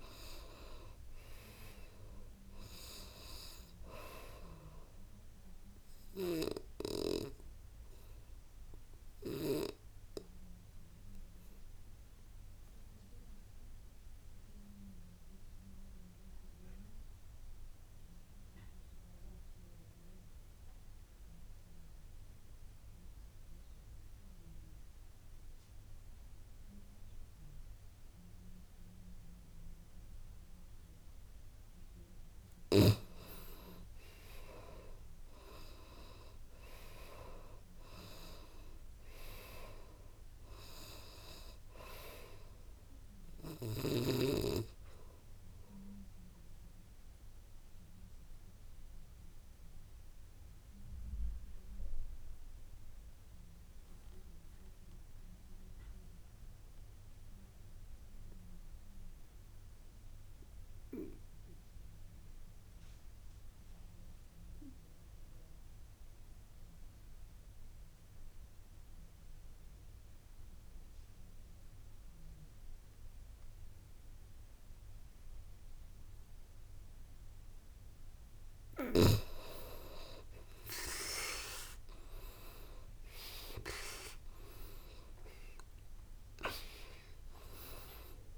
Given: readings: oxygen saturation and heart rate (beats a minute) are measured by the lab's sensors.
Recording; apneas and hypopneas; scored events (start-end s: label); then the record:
breathing in sleep by a room microphone; 2
0.00-21.00 s: oxygen desaturation (device-marked, oxygen 80% lowest, heart rate 54 extreme)
6.50-32.00 s: obstructive apnea (oxygen 98% before, 80% lowest, heart rate 65 before, 54 extreme, up 11 after)
32.00-58.00 s: oxygen desaturation (device-marked, oxygen 98% before, 83% lowest, heart rate 57 before, 54 extreme)
34.50-38.50 s: arousal
44.00-77.00 s: obstructive apnea (oxygen 98% before, 77% lowest, heart rate 63 before, 54 extreme, up 9 after)
75.00-88.38 s: oxygen desaturation (device-marked, oxygen 98% before, 77% lowest, heart rate 58 before, 52 extreme)
81.00-85.00 s: arousal
From the record:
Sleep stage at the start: N2 (light sleep); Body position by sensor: on the back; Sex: male